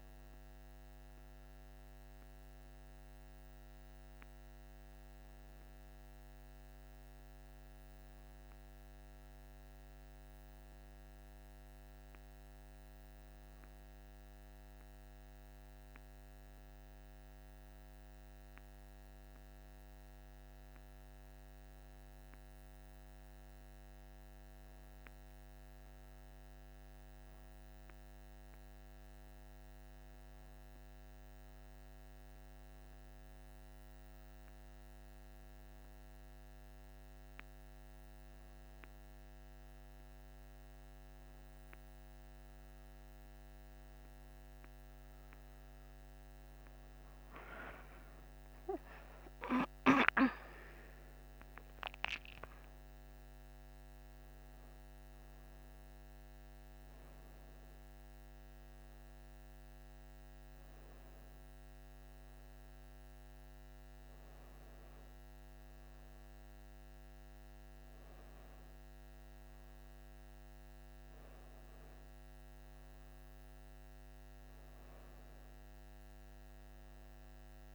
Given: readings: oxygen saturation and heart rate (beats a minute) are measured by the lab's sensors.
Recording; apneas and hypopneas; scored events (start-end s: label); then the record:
breathing in sleep, hard to hear, by a microphone on the trachea; none
none scored
From the record:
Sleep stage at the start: N1 (lightest sleep); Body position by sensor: on the back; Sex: female